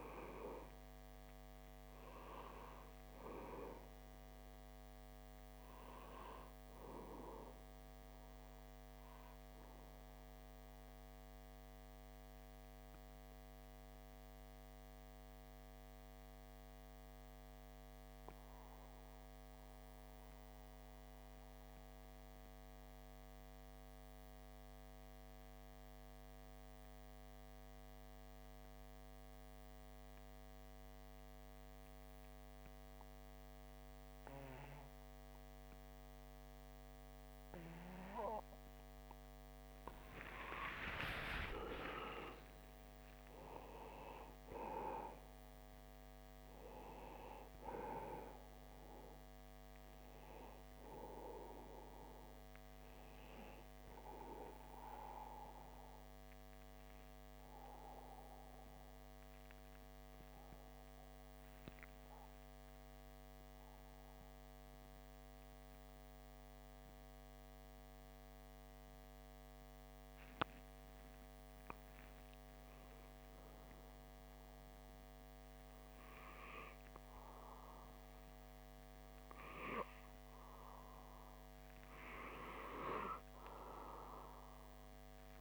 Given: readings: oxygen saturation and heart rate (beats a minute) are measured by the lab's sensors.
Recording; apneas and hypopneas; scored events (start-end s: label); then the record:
breathing in sleep by a microphone on the trachea; 2
0.00-26.00 s: oxygen desaturation (device-marked, oxygen 92% lowest, heart rate 58 extreme)
9.50-39.00 s: mixed apnea (oxygen 98% before, 92% lowest, heart rate 62 before, 58 extreme, up 1 after)
40.00-44.00 s: arousal
50.00-70.00 s: oxygen desaturation (device-marked, oxygen 98% before, 94% lowest, heart rate 59 before, 55 extreme)
56.00-70.00 s: mixed apnea (oxygen 98% before, 94% lowest, heart rate 60 before, 55 extreme, up 3 after)
80.00-85.41 s: new sleep stage, awake
From the record:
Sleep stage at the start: N2 (light sleep); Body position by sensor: on the back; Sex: male